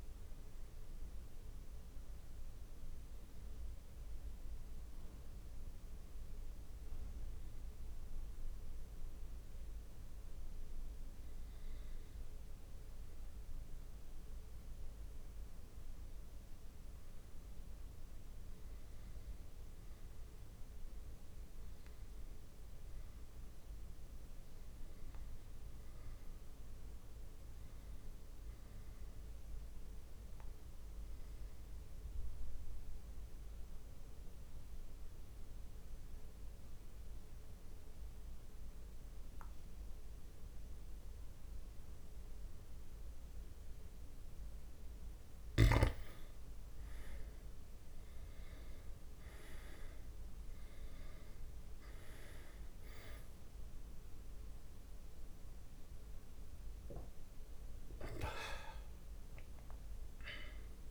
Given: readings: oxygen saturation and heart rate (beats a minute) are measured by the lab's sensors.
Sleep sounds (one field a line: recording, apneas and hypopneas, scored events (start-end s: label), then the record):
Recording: breathing in sleep by a room microphone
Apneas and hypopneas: 2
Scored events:
1.50-13.50 s: obstructive apnea (oxygen 100% before, 92% lowest)
16.00-18.00 s: long interval between heartbeats (device-marked)
18.50-21.50 s: arousal
30.50-43.50 s: central apnea (oxygen 99% before, 92% lowest)
47.00-50.50 s: arousal
59.50-60.91 s: oxygen desaturation (device-marked, oxygen 95% before, 92% lowest)
From the record:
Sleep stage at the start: N2 (light sleep)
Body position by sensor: on the back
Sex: male